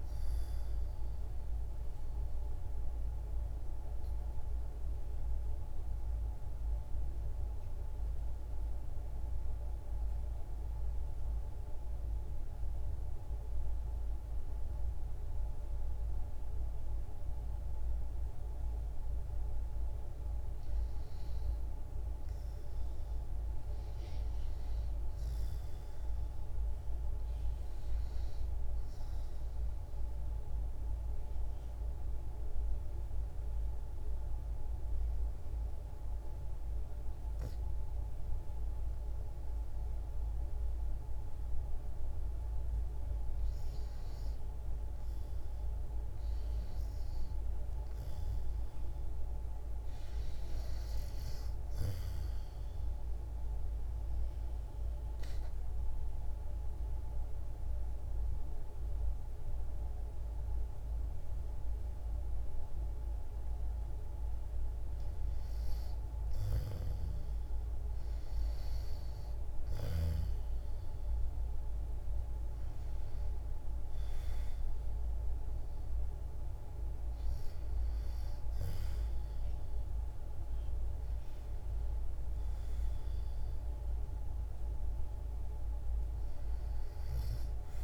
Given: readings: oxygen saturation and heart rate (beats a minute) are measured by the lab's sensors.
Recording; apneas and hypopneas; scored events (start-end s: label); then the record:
breathing in sleep, hard to hear, by a room microphone; 3
0.00-6.50 s: oxygen desaturation (device-marked, oxygen 93% lowest, heart rate 60 extreme)
2.00-19.00 s: obstructive apnea (oxygen 96% before, 87% lowest, heart rate 64 before, 60 extreme, up 1 after)
20.50-38.50 s: oxygen desaturation (device-marked, oxygen 95% before, 89% lowest, heart rate 61 before, 61 extreme)
21.00-24.50 s: arousal
30.00-41.00 s: obstructive apnea (oxygen 96% before, 87% lowest, heart rate 61 before, 61 extreme, up 5 after)
44.50-48.00 s: arousal
46.50-68.50 s: oxygen desaturation (device-marked, oxygen 92% before, 87% lowest, heart rate 62 before, 66 extreme)
54.00-64.00 s: obstructive apnea (oxygen 94% before, 87% lowest, heart rate 64 before, 68 extreme, up 3 after)
72.00-76.00 s: arousal
76.50-87.84 s: oxygen desaturation (device-marked, oxygen 93% before, 89% lowest, heart rate 69 before, 62 extreme)
From the record:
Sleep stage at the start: REM sleep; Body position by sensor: on the back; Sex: female